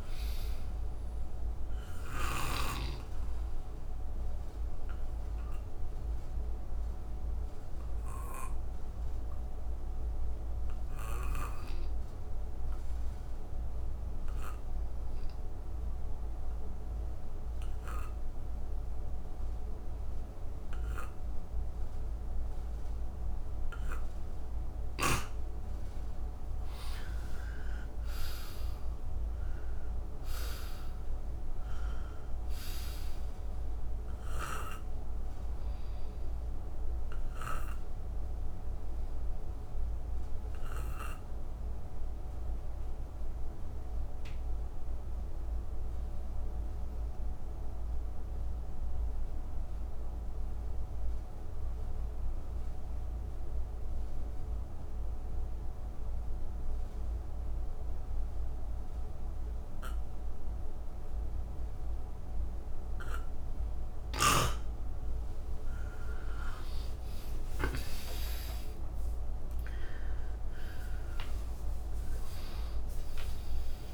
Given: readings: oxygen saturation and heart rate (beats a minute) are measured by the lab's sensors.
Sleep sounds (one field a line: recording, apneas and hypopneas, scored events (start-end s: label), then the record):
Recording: breathing in sleep by a room microphone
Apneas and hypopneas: 2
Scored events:
0.00-2.50 s: snoring (device-marked)
0.00-14.00 s: oxygen desaturation (device-marked, oxygen 87% lowest, heart rate 65 extreme)
5.00-25.00 s: obstructive apnea (oxygen 99% before, 81% lowest, heart rate 66 before, 61 extreme, up 8 after)
23.00-46.00 s: oxygen desaturation (device-marked, oxygen 96% before, 85% lowest, heart rate 68 before, 61 extreme)
26.50-30.00 s: arousal
36.00-63.00 s: obstructive apnea (oxygen 96% before, 81% lowest, heart rate 71 before, 60 extreme, up 30 after)
55.00-73.94 s: oxygen desaturation (device-marked, oxygen 98% before, 81% lowest, heart rate 66 before, 60 extreme)
65.50-70.00 s: arousal
From the record:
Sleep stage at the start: N2 (light sleep)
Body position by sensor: on the back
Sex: male